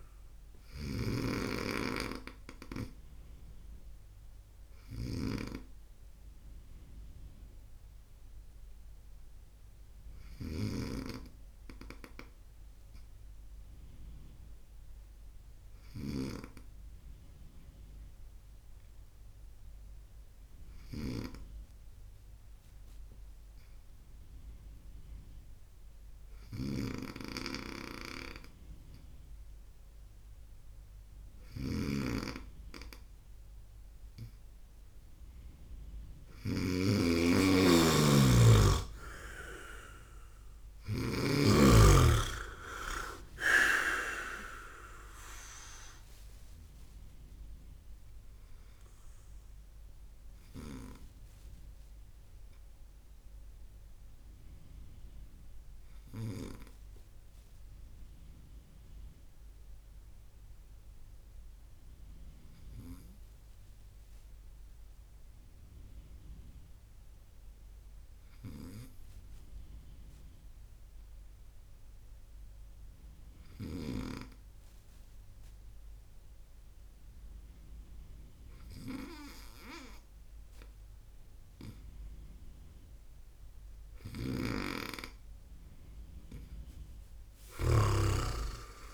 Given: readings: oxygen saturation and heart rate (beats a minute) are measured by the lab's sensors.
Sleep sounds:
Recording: breathing in sleep by a room microphone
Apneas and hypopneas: 2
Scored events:
0.00-36.00 s: snoring (device-marked)
5.00-33.00 s: hypopnea (oxygen 99% before, 97% lowest, heart rate 63 before, 58 extreme, up 27 after)
36.50-42.00 s: arousal
47.00-83.50 s: obstructive apnea (oxygen 99% before, 97% lowest, heart rate 84 before, 56 extreme, up 17 after)
83.50-88.94 s: snoring (device-marked)
86.50-88.94 s: arousal
From the record:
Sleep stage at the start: N2 (light sleep)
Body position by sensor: on the right side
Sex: male

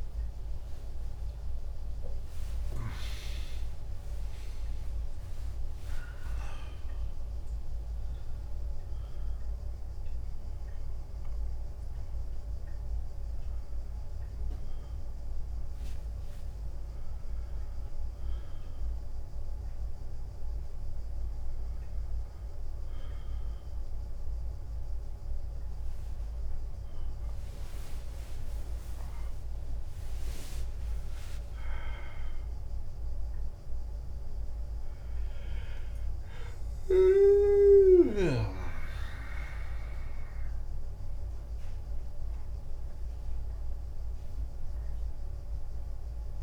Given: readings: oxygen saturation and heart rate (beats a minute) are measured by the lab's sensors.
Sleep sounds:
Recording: a person awake in a sleep study, by a room microphone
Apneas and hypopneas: none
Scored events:
0.00-7.50 s: drop in pulse transit time (device-marked, heart rate 88 extreme)
33.50-46.43 s: drop in pulse transit time (device-marked, heart rate 91 before, 95 extreme)
From the record:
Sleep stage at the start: awake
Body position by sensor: on the back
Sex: male

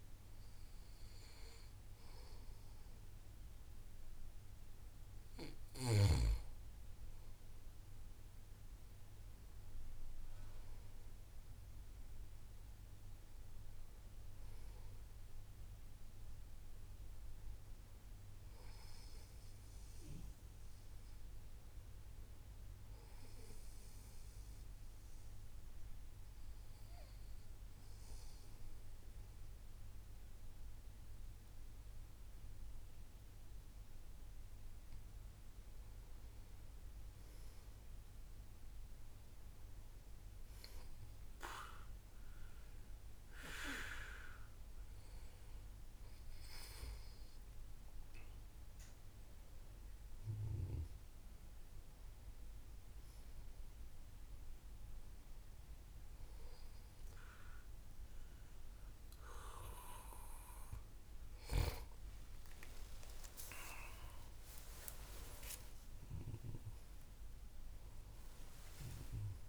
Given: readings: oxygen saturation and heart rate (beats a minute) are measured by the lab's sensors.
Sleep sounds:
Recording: breathing in sleep by a room microphone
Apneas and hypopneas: 1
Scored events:
13.50-17.50 s: arousal
13.50-43.50 s: new sleep stage, N2 (light sleep)
22.50-35.00 s: obstructive apnea (oxygen 94% before, 91% lowest, heart rate 60 before, 57 extreme, up 5 after)
43.50-69.49 s: new sleep stage, N1 (lightest sleep)
62.50-68.00 s: arousal
From the record:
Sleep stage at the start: N1 (lightest sleep)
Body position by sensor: on the back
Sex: male

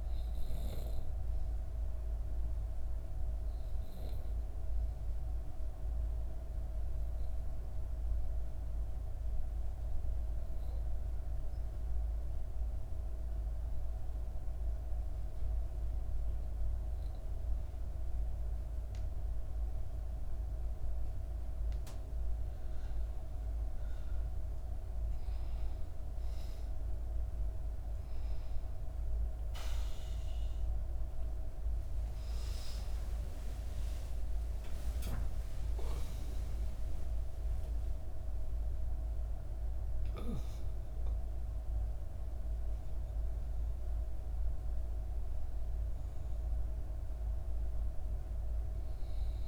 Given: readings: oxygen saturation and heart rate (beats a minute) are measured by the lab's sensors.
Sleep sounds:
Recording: breathing in sleep, hard to hear, by a room microphone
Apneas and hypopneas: 1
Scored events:
0.00-8.50 s: oxygen desaturation (device-marked, oxygen 89% lowest, heart rate 60 extreme)
1.50-21.50 s: obstructive apnea (oxygen 95% before, 89% lowest, heart rate 64 before, 61 extreme, up 4 after)
22.50-49.48 s: oxygen desaturation (device-marked, oxygen 97% before, 89% lowest, heart rate 61 before, 59 extreme)
23.00-26.00 s: arousal
32.50-37.50 s: arousal
From the record:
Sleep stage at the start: N2 (light sleep)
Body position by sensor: on the back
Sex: female

